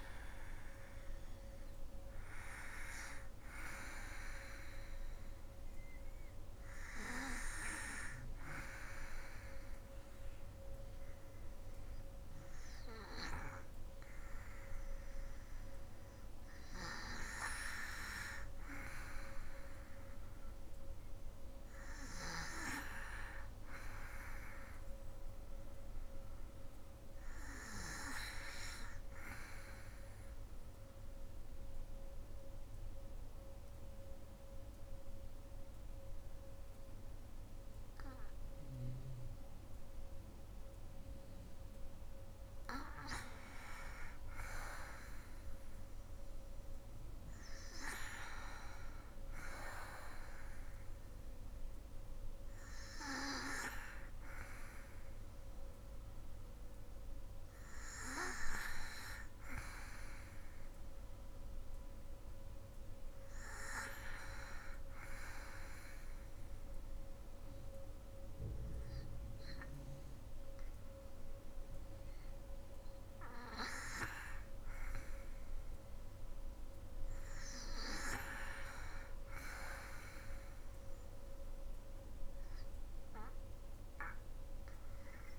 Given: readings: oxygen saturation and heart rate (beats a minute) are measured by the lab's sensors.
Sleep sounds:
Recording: breathing in sleep by a room microphone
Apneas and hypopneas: 3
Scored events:
0.00-13.00 s: oxygen desaturation (device-marked, oxygen 79% lowest, heart rate 60 extreme)
5.00-16.50 s: hypopnea (oxygen 96% before, 79% lowest, heart rate 70 before, 58 extreme, up 5 after)
18.50-22.50 s: arousal
30.50-43.00 s: obstructive apnea (oxygen 99% before, 86% lowest, heart rate 64 before, 58 extreme, up 8 after)
39.00-66.00 s: oxygen desaturation (device-marked, oxygen 96% before, 86% lowest, heart rate 64 before, 61 extreme)
44.50-47.50 s: arousal
65.50-77.50 s: obstructive apnea (oxygen 96% before, 91% lowest, heart rate 65 before, 64 extreme, up 6 after)
79.00-82.00 s: arousal
From the record:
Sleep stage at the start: N2 (light sleep)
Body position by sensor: on the back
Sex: female

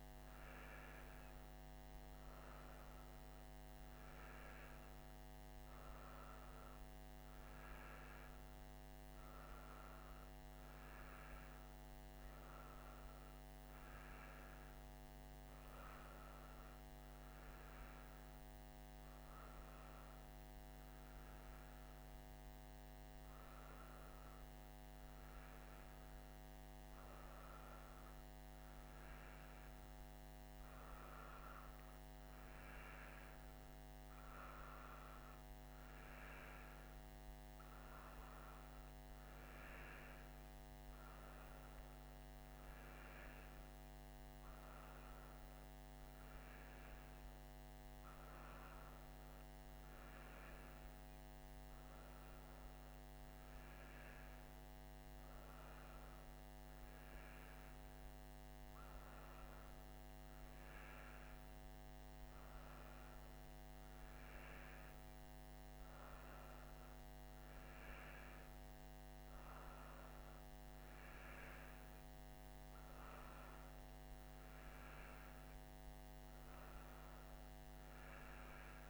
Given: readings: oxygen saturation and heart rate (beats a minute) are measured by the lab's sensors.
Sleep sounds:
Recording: breathing in sleep, hard to hear, by a microphone on the trachea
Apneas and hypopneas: none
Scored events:
none scored
From the record:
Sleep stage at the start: N1 (lightest sleep)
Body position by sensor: on the right side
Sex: female

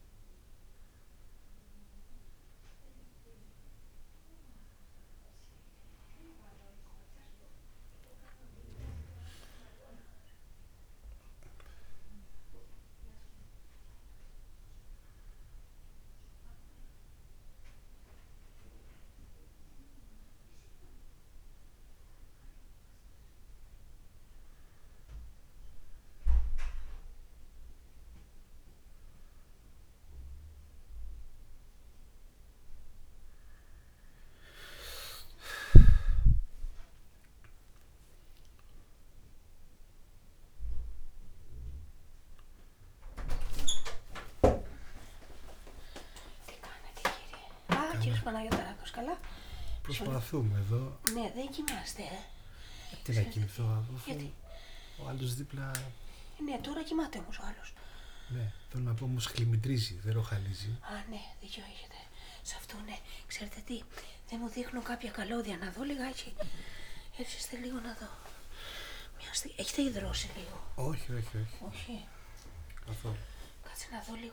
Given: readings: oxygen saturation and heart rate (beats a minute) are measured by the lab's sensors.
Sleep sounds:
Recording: a person awake in a sleep study, by a room microphone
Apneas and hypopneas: none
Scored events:
33.50-74.32 s: new sleep stage, awake
From the record:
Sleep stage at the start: N2 (light sleep)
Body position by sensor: on the back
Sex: male

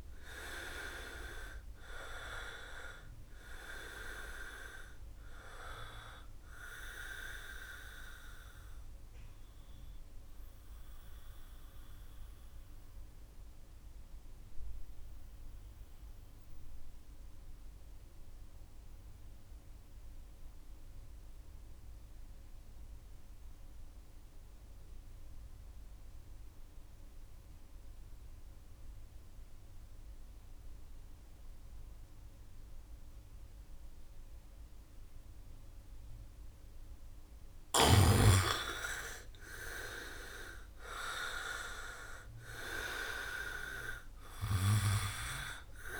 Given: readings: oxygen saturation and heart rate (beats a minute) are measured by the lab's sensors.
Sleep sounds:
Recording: breathing in sleep by a room microphone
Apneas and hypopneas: 1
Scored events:
0.00-23.00 s: oxygen desaturation (device-marked, oxygen 77% lowest, heart rate 57 extreme)
8.00-11.00 s: bradycardia (device-marked, heart rate 67 before, 62 extreme)
8.50-36.00 s: mixed apnea (oxygen 100% before, 77% lowest, heart rate 65 before, 59 extreme, up 2 after)
34.00-46.00 s: oxygen desaturation (device-marked, oxygen 100% before, 77% lowest, heart rate 66 before, 59 extreme)
37.50-42.50 s: arousal
From the record:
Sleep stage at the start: N2 (light sleep)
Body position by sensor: on the back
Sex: male

